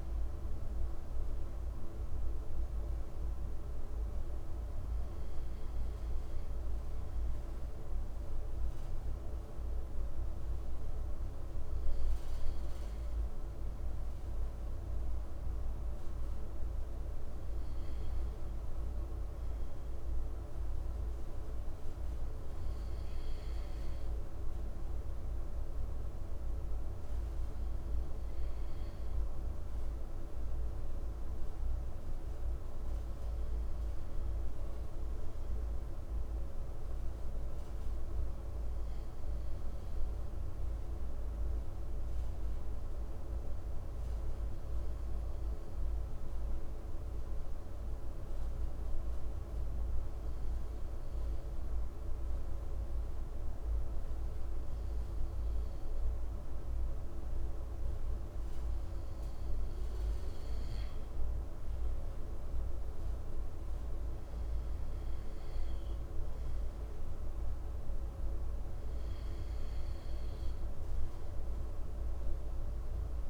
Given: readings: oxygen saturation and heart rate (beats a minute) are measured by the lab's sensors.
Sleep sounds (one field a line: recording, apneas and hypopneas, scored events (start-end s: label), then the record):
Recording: breathing in sleep, hard to hear, by a room microphone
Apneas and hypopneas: 1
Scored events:
41.00-59.50 s: obstructive apnea (oxygen 97% before, 96% lowest, heart rate 56 before, 53 extreme, up 3 after)
62.00-65.50 s: arousal
From the record:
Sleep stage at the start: N2 (light sleep)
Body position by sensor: on the right side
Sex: male